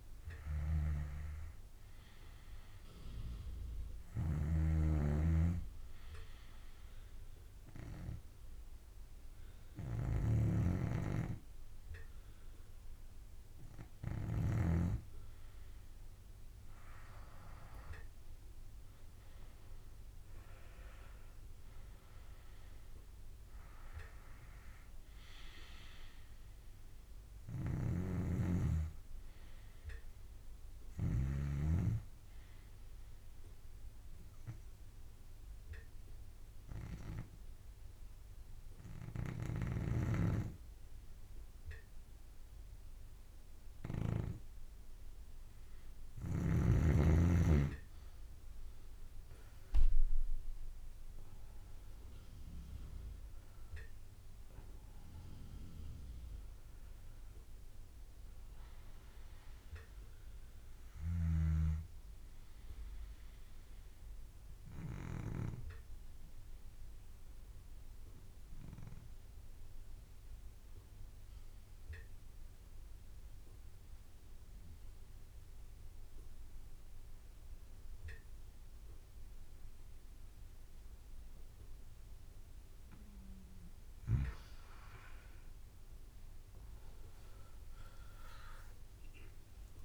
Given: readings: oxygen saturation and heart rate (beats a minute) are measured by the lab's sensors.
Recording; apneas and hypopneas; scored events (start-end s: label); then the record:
breathing in sleep by a room microphone; 3
0.00-14.50 s: snoring (device-marked)
6.00-16.50 s: obstructive apnea (oxygen 97% before, 93% lowest)
20.00-24.00 s: arousal
27.50-31.50 s: snoring (device-marked)
33.00-45.50 s: obstructive apnea (oxygen 97% before, 93% lowest)
39.50-44.00 s: snoring (device-marked)
49.50-54.00 s: arousal
51.00-78.00 s: oxygen desaturation (device-marked, oxygen 97% before, 93% lowest)
63.50-83.00 s: obstructive apnea (oxygen 97% before, 92% lowest)
71.00-73.00 s: bradycardia (device-marked)
87.00-89.85 s: arousal
From the record:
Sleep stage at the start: N2 (light sleep); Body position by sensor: on the left side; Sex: male